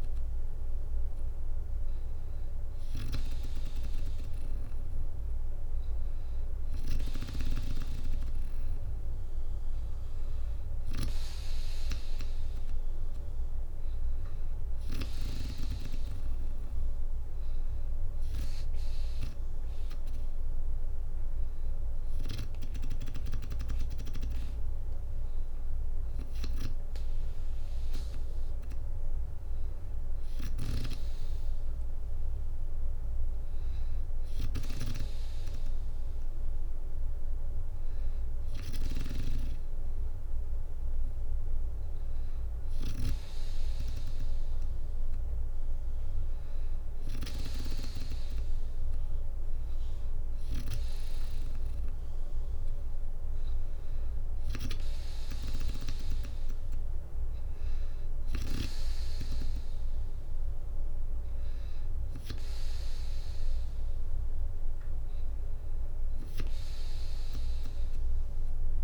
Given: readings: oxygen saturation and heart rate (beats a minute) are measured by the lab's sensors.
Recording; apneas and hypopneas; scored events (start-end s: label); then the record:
breathing in sleep by a room microphone; none
54.00-65.00 s: drop in pulse transit time (device-marked, heart rate 62 before, 61 extreme)
From the record:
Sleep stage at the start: N2 (light sleep); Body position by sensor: on the back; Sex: female